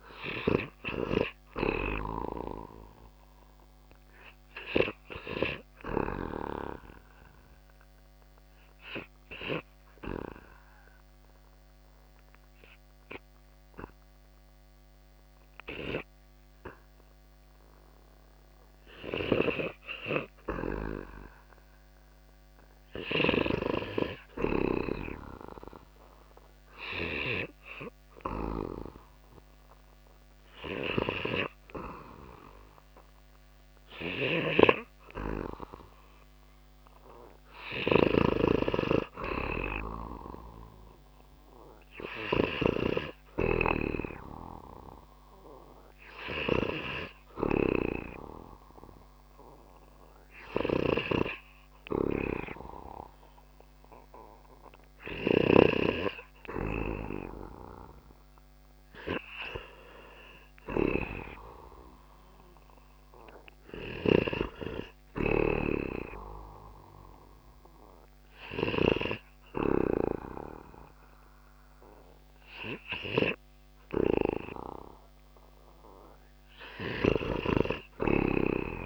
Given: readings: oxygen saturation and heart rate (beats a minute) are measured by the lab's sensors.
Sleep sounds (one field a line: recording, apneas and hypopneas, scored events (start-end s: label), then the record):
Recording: breathing in sleep by a microphone on the trachea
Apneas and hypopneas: 2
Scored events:
0.00-7.00 s: oxygen desaturation (device-marked, oxygen 92% lowest)
5.50-19.50 s: obstructive apnea (oxygen 96% before, 89% lowest)
9.00-17.00 s: oxygen desaturation (device-marked, oxygen 93% before, 90% lowest)
22.50-27.00 s: arousal
35.00-78.86 s: new sleep stage, N2 (light sleep)
37.00-47.00 s: snoring (device-marked)
46.00-62.00 s: oxygen desaturation (device-marked, oxygen 94% before, 89% lowest)
47.50-60.00 s: hypopnea (oxygen 95% before, 89% lowest)
61.00-64.50 s: arousal
63.00-68.00 s: snoring (device-marked)
76.00-78.86 s: snoring (device-marked)
From the record:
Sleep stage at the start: REM sleep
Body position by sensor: on the back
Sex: male